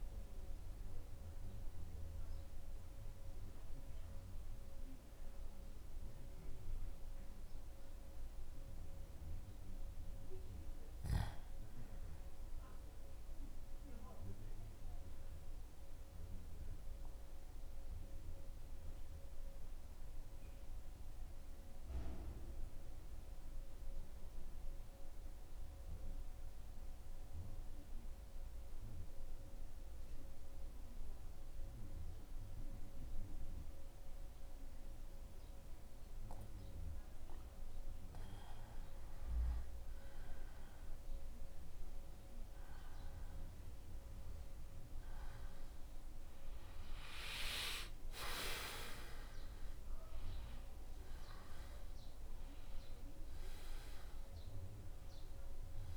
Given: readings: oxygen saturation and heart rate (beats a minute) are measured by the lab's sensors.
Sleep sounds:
breathing in sleep by a room microphone; 1
10.50-13.50 s: arousal
15.50-37.00 s: mixed apnea (oxygen 95% before, 87% lowest, heart rate 76 before, 73 extreme, up 1 after)
32.00-43.00 s: oxygen desaturation (device-marked, oxygen 94% before, 88% lowest, heart rate 76 before, 76 extreme)
38.50-43.50 s: arousal
From the record:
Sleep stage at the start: N2 (light sleep); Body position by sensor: on the back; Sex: male

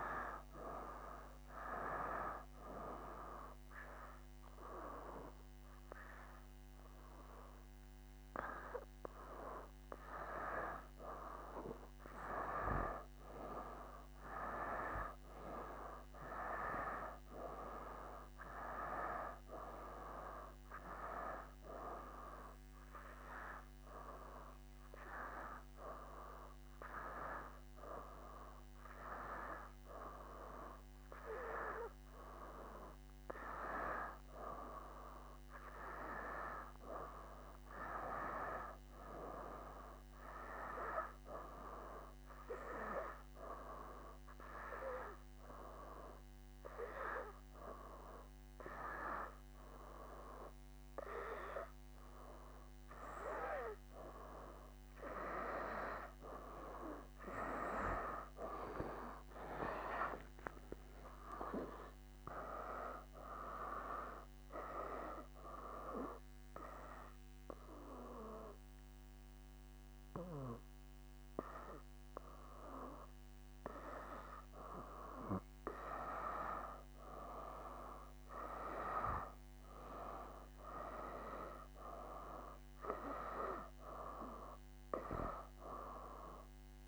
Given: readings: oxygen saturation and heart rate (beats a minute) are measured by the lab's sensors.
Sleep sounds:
breathing in sleep by a microphone on the trachea; 2
42.50-55.00 s: hypopnea (oxygen 95% before, 92% lowest, heart rate 69 before, 67 extreme, up 2 after)
57.00-60.50 s: arousal
66.50-84.50 s: oxygen desaturation (device-marked, oxygen 95% before, 92% lowest, heart rate 68 before, 68 extreme)
67.00-77.50 s: obstructive apnea (oxygen 95% before, 92% lowest, heart rate 68 before, 68 extreme, up 2 after)
79.50-84.00 s: arousal
From the record:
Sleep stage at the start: N2 (light sleep); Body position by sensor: on the back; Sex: male

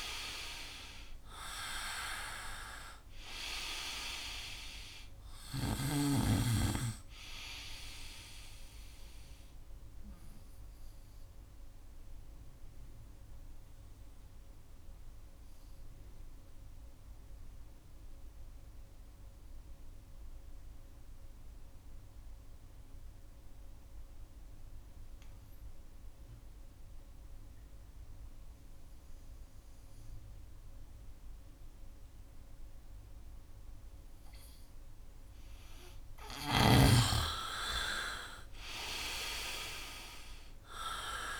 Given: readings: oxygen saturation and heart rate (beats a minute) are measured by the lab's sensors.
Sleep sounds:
breathing in sleep by a room microphone; 1
0.00-2.00 s: arousal
0.00-28.50 s: oxygen desaturation (device-marked, oxygen 84% lowest, heart rate 64 extreme)
10.00-34.00 s: obstructive apnea (oxygen 98% before, 84% lowest, heart rate 69 before, 64 extreme, up 3 after)
38.50-41.40 s: arousal
From the record:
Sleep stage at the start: N2 (light sleep); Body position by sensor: on the right side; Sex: male

